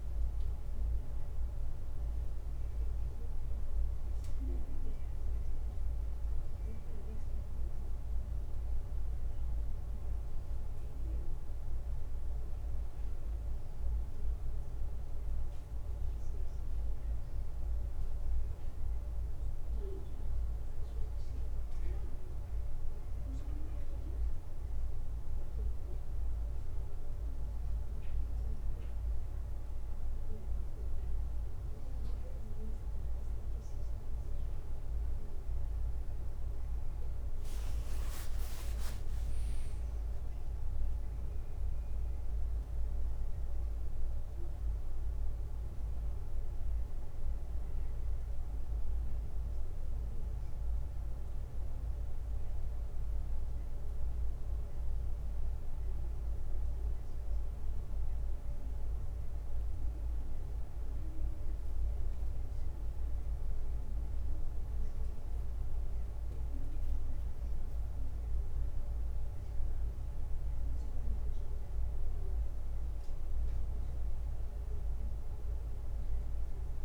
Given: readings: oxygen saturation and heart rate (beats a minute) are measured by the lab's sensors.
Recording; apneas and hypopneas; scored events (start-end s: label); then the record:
a person awake in a sleep study, hard to hear, by a room microphone; none
none scored
From the record:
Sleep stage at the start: awake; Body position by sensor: on the back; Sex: male